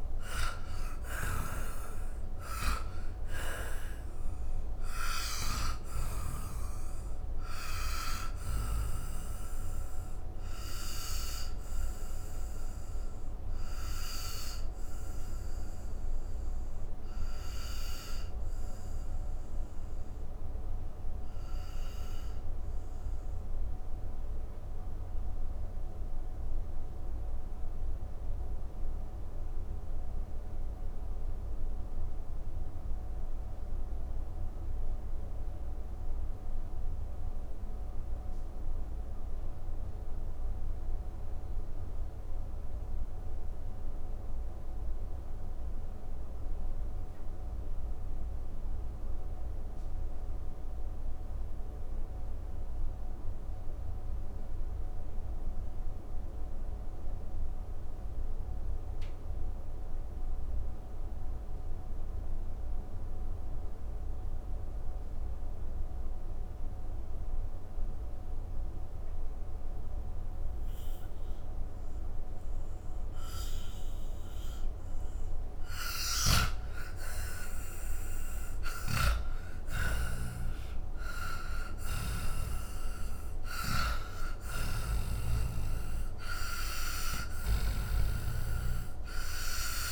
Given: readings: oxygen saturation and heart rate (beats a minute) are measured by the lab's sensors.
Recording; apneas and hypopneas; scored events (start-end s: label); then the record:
breathing in sleep by a room microphone; 1
0.00-35.50 s: oxygen desaturation (device-marked, oxygen 82% lowest)
13.00-73.00 s: obstructive apnea (oxygen 96% before, 79% lowest)
66.50-89.91 s: oxygen desaturation (device-marked, oxygen 98% before, 79% lowest, heart rate 56 before, 32 extreme)
75.50-80.50 s: arousal
84.50-88.00 s: snoring (device-marked)
From the record:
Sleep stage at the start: N2 (light sleep); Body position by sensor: on the back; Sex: male